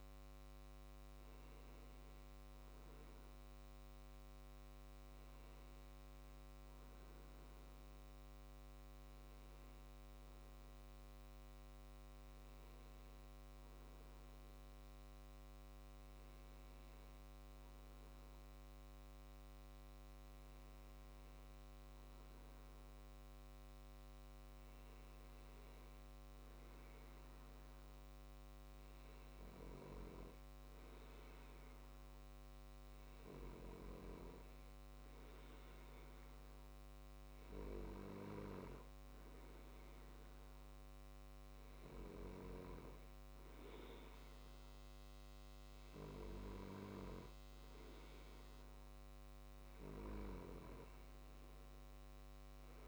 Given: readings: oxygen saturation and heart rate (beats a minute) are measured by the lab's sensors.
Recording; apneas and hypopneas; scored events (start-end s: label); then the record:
breathing in sleep by a microphone on the trachea; 1
3.50-42.00 s: hypopnea (oxygen 96% before, 95% lowest, heart rate 69 before, 66 extreme, up 3 after)
From the record:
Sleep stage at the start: N2 (light sleep); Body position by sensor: on the left side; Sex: male